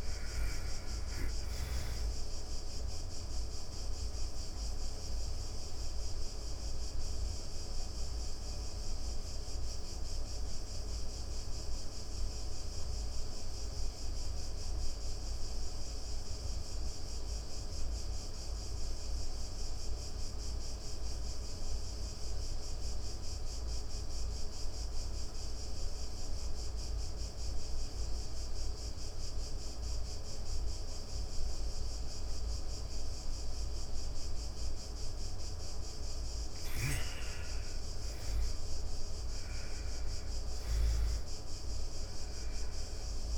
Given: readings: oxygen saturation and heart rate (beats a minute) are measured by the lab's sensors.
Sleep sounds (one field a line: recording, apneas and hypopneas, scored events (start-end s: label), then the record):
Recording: breathing in sleep, hard to hear, by a room microphone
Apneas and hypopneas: 1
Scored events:
0.00-19.00 s: oxygen desaturation (device-marked, oxygen 87% lowest)
4.00-34.50 s: obstructive apnea (oxygen 98% before, 84% lowest)
35.50-40.50 s: arousal
36.00-43.38 s: oxygen desaturation (device-marked, oxygen 98% before, 84% lowest)
From the record:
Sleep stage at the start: N2 (light sleep)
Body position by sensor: on the back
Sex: female